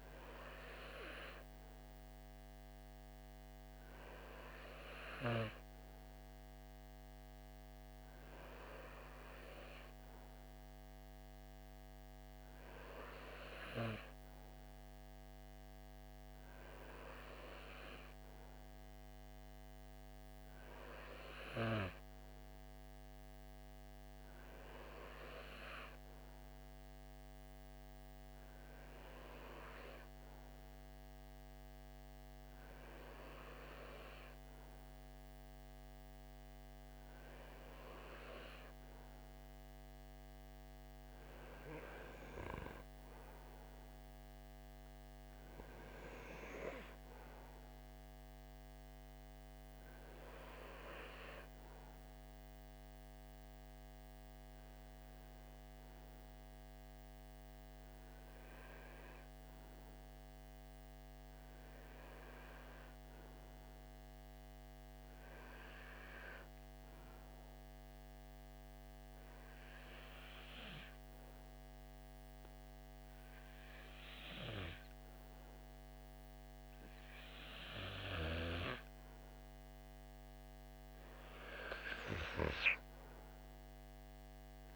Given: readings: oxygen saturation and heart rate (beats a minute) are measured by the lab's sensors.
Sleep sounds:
breathing in sleep by a microphone on the trachea; 1
62.50-80.00 s: obstructive apnea (oxygen 94% before, 90% lowest, heart rate 59 before, 56 extreme, up 9 after)
From the record:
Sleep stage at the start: REM sleep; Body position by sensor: on the right side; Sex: male

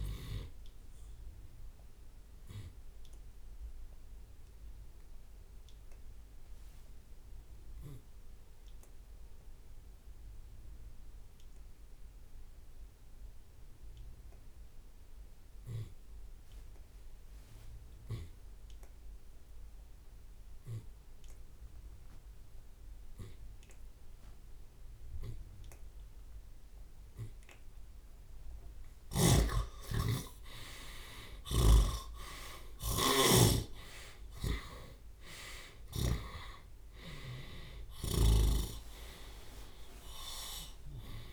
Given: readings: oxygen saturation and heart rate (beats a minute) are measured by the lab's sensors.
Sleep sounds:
breathing in sleep by a room microphone; 1
0.00-3.00 s: drop in pulse transit time (device-marked, heart rate 63 extreme)
1.50-3.50 s: long interval between heartbeats (device-marked, heart rate 70 before, 74 extreme)
2.50-27.50 s: obstructive apnea (oxygen 99% before, 80% lowest)
6.50-8.50 s: long interval between heartbeats (device-marked, heart rate 73 before, 71 extreme)
11.50-13.50 s: long interval between heartbeats (device-marked, heart rate 71 before, 70 extreme)
13.00-36.00 s: oxygen desaturation (device-marked, oxygen 95% before, 80% lowest)
14.50-16.50 s: long interval between heartbeats (device-marked, heart rate 71 before, 72 extreme)
18.00-20.00 s: long interval between heartbeats (device-marked, heart rate 72 before, 84 extreme)
29.50-31.50 s: long interval between heartbeats (device-marked, heart rate 72 before, 65 extreme)
29.50-35.00 s: arousal
31.00-41.33 s: drop in pulse transit time (device-marked, heart rate 72 before, 70 extreme)
31.50-36.50 s: snoring (device-marked)
38.00-41.33 s: tachycardia (device-marked, heart rate 78 before, 111 extreme)
39.00-41.00 s: long interval between heartbeats (device-marked, heart rate 72 before, 88 extreme)
From the record:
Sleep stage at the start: N2 (light sleep); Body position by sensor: on the left side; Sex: male

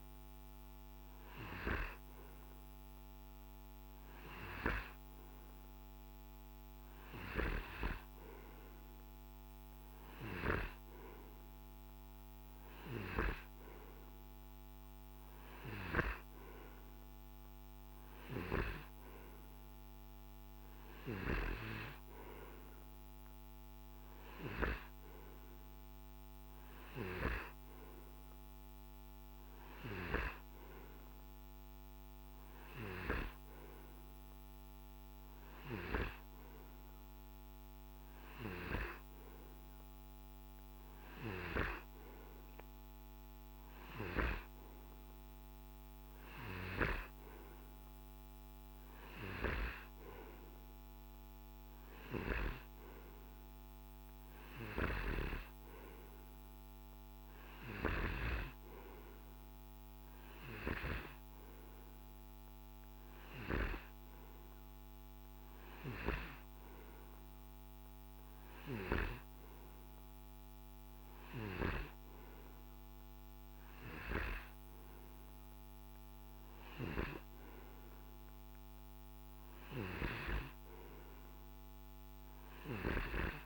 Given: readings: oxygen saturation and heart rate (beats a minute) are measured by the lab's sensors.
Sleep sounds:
breathing in sleep by a microphone on the trachea; none
none scored
From the record:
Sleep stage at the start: N2 (light sleep); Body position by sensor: on the right side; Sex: male

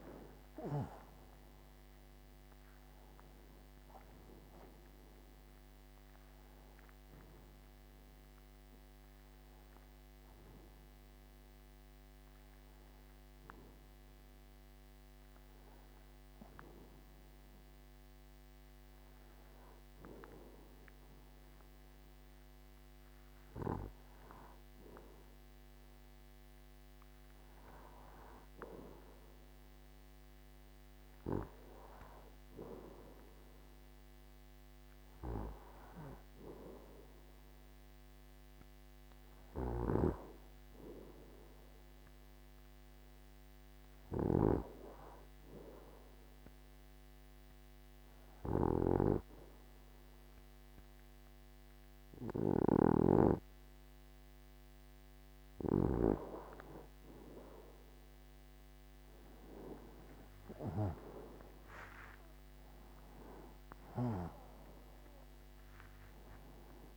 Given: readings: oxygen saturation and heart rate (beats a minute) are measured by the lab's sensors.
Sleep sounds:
breathing in sleep by a microphone on the trachea; 2
7.00-20.00 s: oxygen desaturation (device-marked, oxygen 91% before, 86% lowest, heart rate 96 before, 72 extreme)
11.00-26.00 s: hypopnea (oxygen 92% before, 86% lowest, heart rate 96 before, 72 extreme, up 6 after)
29.00-33.00 s: arousal
43.00-55.00 s: obstructive apnea (oxygen 97% before, 89% lowest, heart rate 77 before, 77 extreme, up 6 after)
57.50-62.00 s: arousal
From the record:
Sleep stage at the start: N2 (light sleep); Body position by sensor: on the right side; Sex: male

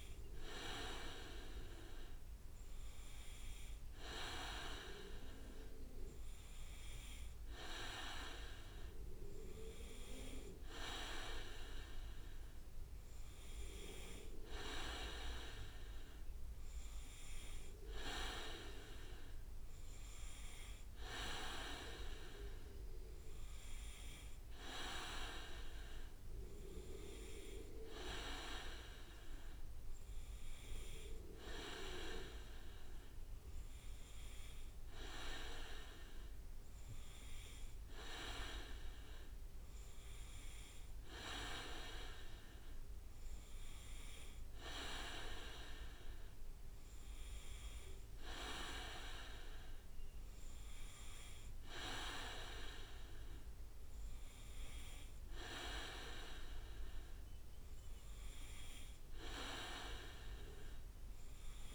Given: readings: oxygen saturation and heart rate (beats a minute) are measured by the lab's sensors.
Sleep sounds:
breathing in sleep by a room microphone; none
none scored
From the record:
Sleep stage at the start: N2 (light sleep); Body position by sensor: on the back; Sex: male

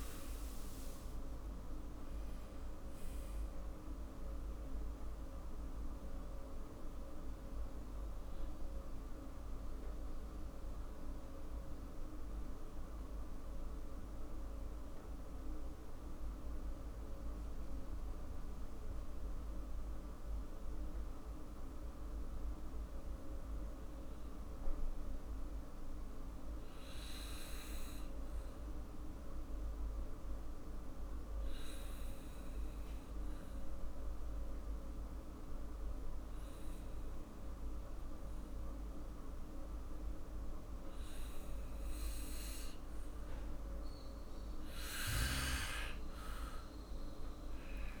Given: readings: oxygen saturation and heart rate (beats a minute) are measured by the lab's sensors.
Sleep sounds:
breathing in sleep, hard to hear, by a room microphone; 1
8.00-43.00 s: mixed apnea (oxygen 99% before, 94% lowest, heart rate 55 before, 51 extreme, up 11 after)
45.00-48.00 s: arousal
From the record:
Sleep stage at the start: N2 (light sleep); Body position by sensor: on the back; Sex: male

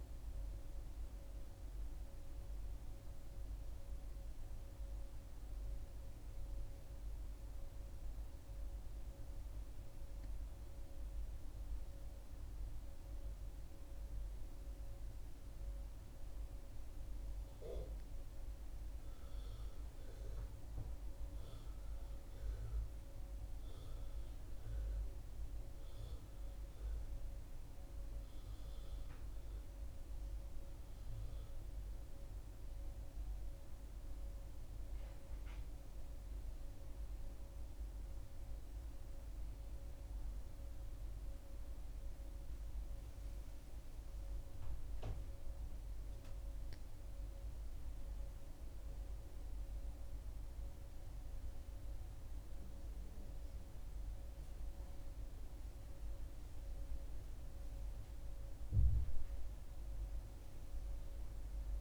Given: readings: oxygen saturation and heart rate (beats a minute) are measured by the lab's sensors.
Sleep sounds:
breathing in sleep, hard to hear, by a room microphone; 1
19.00-49.00 s: new sleep stage, N2 (light sleep)
19.50-23.50 s: arousal
28.50-45.50 s: central apnea (oxygen 99% before, 94% lowest, heart rate 65 before, 61 extreme, up 6 after)
47.50-50.50 s: arousal
49.00-61.81 s: new sleep stage, N1 (lightest sleep)
50.00-61.81 s: oxygen desaturation (device-marked, oxygen 98% before, 94% lowest, heart rate 62 before, 63 extreme)
From the record:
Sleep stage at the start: N1 (lightest sleep); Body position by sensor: on the back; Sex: female

